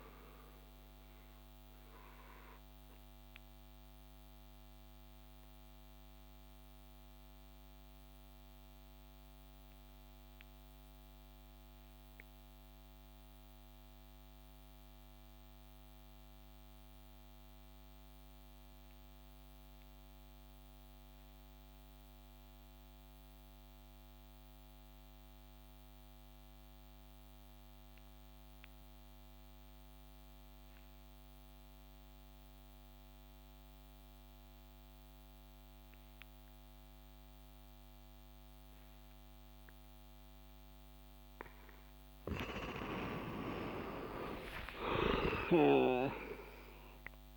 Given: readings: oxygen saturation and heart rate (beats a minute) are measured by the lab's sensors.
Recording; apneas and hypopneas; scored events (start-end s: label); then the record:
breathing in sleep by a microphone on the trachea; 1
0.00-2.00 s: oxygen desaturation (device-marked, oxygen 90% lowest)
2.00-42.00 s: mixed apnea (oxygen 96% before, 88% lowest)
4.00-21.00 s: oxygen desaturation (device-marked, oxygen 91% before, 88% lowest)
39.00-47.37 s: oxygen desaturation (device-marked, oxygen 97% before, 92% lowest)
43.50-47.37 s: arousal
From the record:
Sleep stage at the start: N2 (light sleep); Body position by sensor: on the back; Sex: male